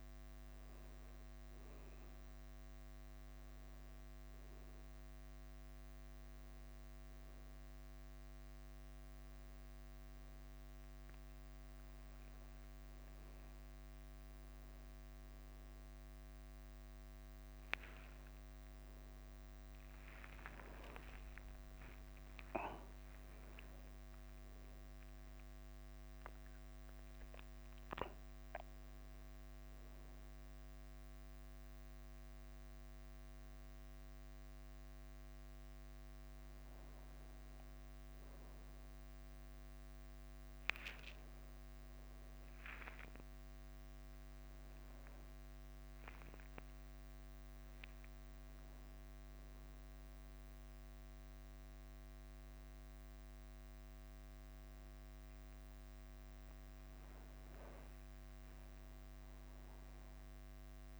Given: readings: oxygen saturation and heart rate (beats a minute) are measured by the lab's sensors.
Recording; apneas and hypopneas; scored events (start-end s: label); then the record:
breathing in sleep by a microphone on the trachea; none
0.00-60.99 s: bradycardia (device-marked, heart rate 35 extreme)
18.50-22.50 s: arousal
41.00-46.50 s: arousal
From the record:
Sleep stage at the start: N1 (lightest sleep); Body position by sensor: on the back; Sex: male